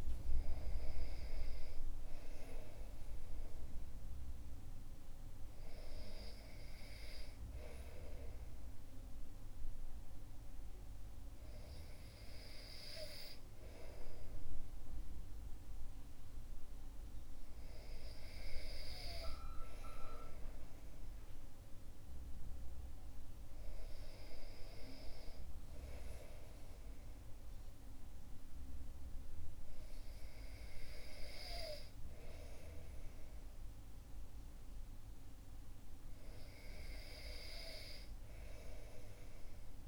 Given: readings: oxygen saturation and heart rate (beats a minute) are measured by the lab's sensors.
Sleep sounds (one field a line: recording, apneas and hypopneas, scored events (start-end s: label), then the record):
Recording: breathing in sleep by a room microphone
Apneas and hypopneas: none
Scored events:
none scored
From the record:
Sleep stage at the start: REM sleep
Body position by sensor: on the back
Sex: male